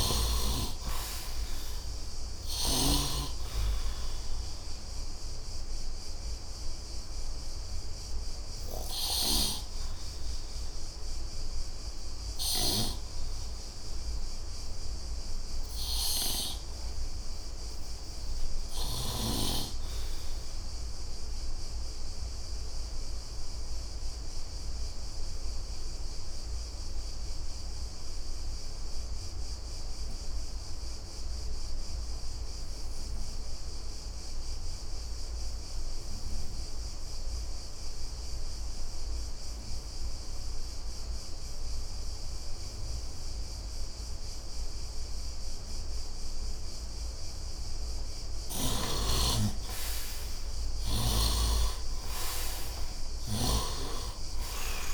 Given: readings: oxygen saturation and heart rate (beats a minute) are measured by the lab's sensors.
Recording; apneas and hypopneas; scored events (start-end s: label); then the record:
breathing in sleep by a room microphone; 1
0.00-20.00 s: oxygen desaturation (device-marked, oxygen 68% lowest, heart rate 73 extreme)
23.00-47.50 s: obstructive apnea (oxygen 100% before, 67% lowest, heart rate 84 before, 69 extreme, up 18 after)
40.00-54.94 s: oxygen desaturation (device-marked, oxygen 95% before, 67% lowest, heart rate 77 before, 69 extreme)
49.50-54.00 s: arousal
From the record:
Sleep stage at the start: N2 (light sleep); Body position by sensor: on the right side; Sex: male